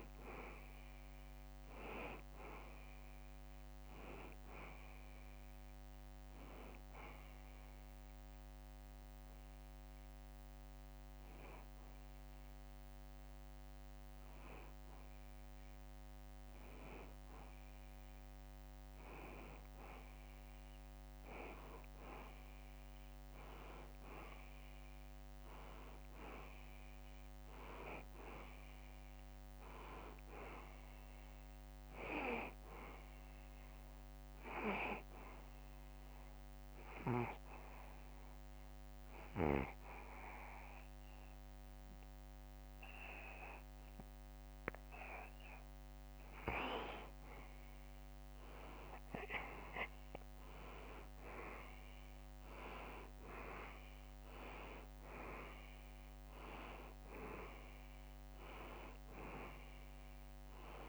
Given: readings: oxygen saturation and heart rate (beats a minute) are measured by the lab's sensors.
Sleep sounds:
breathing in sleep by a microphone on the trachea; 2
0.00-16.00 s: oxygen desaturation (device-marked, oxygen 90% lowest, heart rate 73 extreme)
7.00-18.00 s: hypopnea (oxygen 94% before, 89% lowest, heart rate 74 before, 73 extreme, up 0 after)
21.50-25.00 s: arousal
28.00-41.00 s: oxygen desaturation (device-marked, oxygen 94% before, 91% lowest, heart rate 74 before, 72 extreme)
36.50-46.50 s: obstructive apnea (oxygen 94% before, 89% lowest, heart rate 74 before, 72 extreme, up 0 after)
50.50-54.00 s: arousal
56.00-60.88 s: oxygen desaturation (device-marked, oxygen 94% before, 89% lowest, heart rate 72 before, 72 extreme)
From the record:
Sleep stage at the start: N2 (light sleep); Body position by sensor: on the back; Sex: male

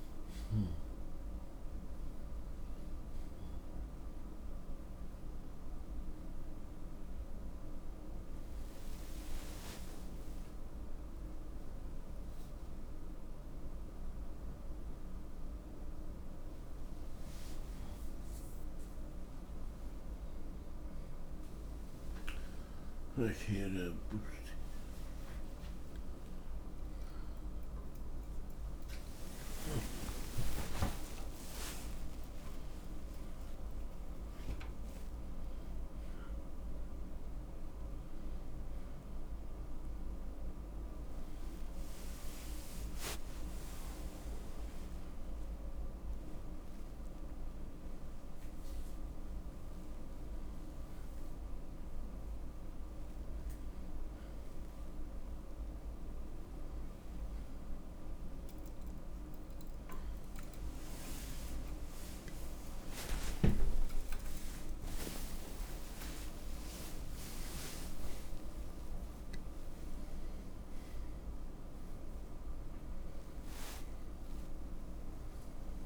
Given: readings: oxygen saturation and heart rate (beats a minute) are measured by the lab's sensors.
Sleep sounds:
a person awake in a sleep study, by a room microphone; none
0.00-28.00 s: oxygen desaturation (device-marked, oxygen 82% lowest, heart rate 77 extreme)
60.00-67.00 s: oxygen desaturation (device-marked, oxygen 95% before, 92% lowest)
From the record:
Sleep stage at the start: awake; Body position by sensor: on the right side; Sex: male

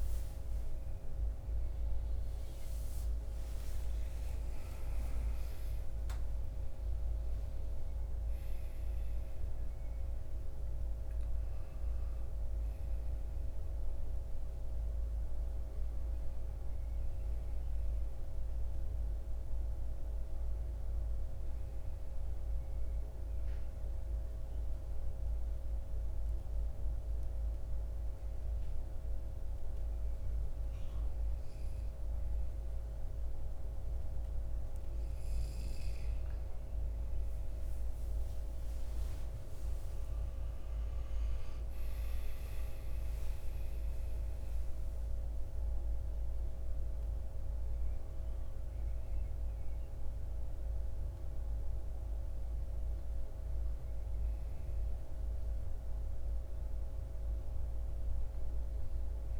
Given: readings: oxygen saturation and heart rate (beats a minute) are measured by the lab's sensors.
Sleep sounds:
breathing in sleep, hard to hear, by a room microphone; 1
2.00-5.00 s: arousal
23.00-34.00 s: hypopnea (oxygen 93% before, 92% lowest, heart rate 68 before, 53 extreme, up 8 after)
37.00-41.00 s: arousal
46.00-59.40 s: oxygen desaturation (device-marked, oxygen 96% before, 92% lowest, heart rate 57 before, 55 extreme)
From the record:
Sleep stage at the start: N1 (lightest sleep); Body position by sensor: on the right side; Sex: male

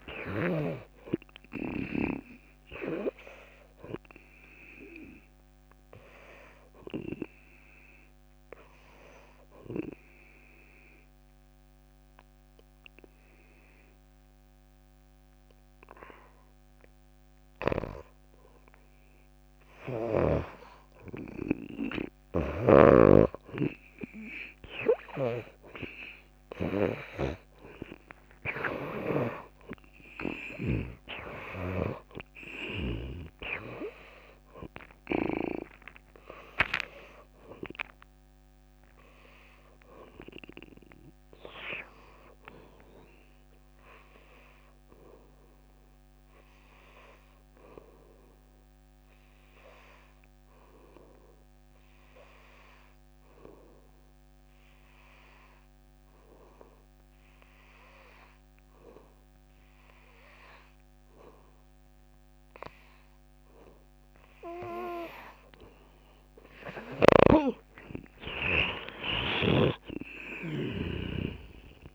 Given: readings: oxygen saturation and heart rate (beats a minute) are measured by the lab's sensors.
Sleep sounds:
breathing in sleep by a microphone on the trachea; 2
0.00-14.50 s: oxygen desaturation (device-marked, oxygen 92% lowest)
4.50-19.00 s: obstructive apnea (oxygen 96% before, 80% lowest)
5.50-13.50 s: drop in pulse transit time (device-marked)
21.50-25.50 s: arousal
23.50-37.50 s: oxygen desaturation (device-marked, oxygen 96% before, 88% lowest)
25.50-34.50 s: drop in pulse transit time (device-marked)
41.00-43.00 s: long interval between heartbeats (device-marked)
45.50-63.50 s: obstructive apnea (oxygen 96% before, 80% lowest)
59.50-71.95 s: oxygen desaturation (device-marked, oxygen 97% before, 80% lowest)
67.00-71.50 s: arousal
68.50-70.50 s: long interval between heartbeats (device-marked)
70.50-71.95 s: long interval between heartbeats (device-marked)
From the record:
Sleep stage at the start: N2 (light sleep); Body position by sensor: on the back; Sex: female

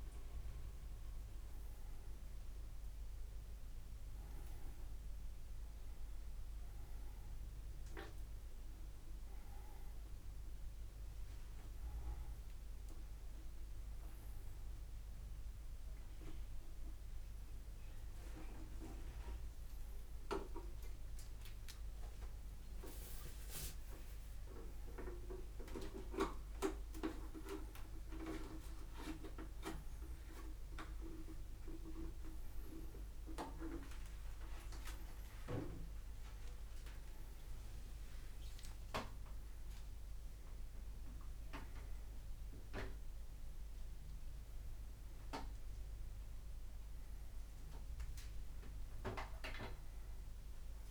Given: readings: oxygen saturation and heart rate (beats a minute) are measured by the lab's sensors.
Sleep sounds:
a person awake in a sleep study, by a room microphone; none
47.00-50.91 s: oxygen desaturation (device-marked, oxygen 99% before, 96% lowest)
From the record:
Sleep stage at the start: awake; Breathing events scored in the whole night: 338 in 4.0 hours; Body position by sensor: on the front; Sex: male

